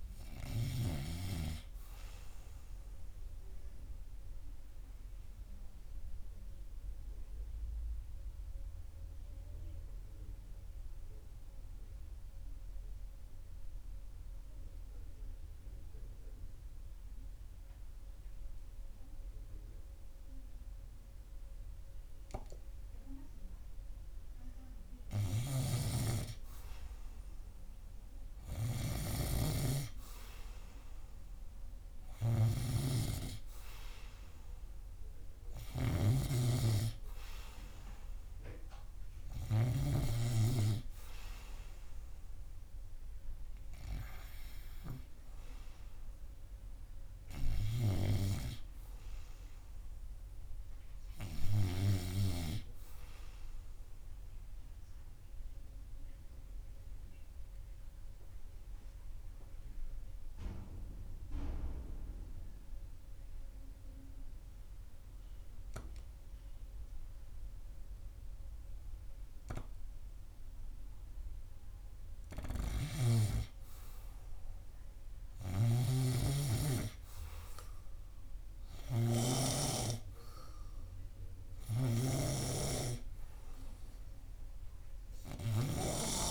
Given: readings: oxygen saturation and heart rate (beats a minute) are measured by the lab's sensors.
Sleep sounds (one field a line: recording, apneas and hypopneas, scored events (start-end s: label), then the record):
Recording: breathing in sleep by a room microphone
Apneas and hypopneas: 2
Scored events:
0.00-1.50 s: snoring (device-marked)
4.50-25.50 s: obstructive apnea (oxygen 98% before, 94% lowest, heart rate 85 before, 82 extreme, up 1 after)
26.00-40.50 s: snoring (device-marked)
28.00-32.50 s: arousal
55.00-72.50 s: obstructive apnea (oxygen 99% before, 94% lowest, heart rate 84 before, 81 extreme, up 4 after)
56.00-73.00 s: oxygen desaturation (device-marked, oxygen 99% before, 94% lowest, heart rate 84 before, 81 extreme)
73.00-76.50 s: snoring (device-marked)
74.50-79.00 s: arousal
From the record:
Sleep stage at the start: REM sleep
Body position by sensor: on the right side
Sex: male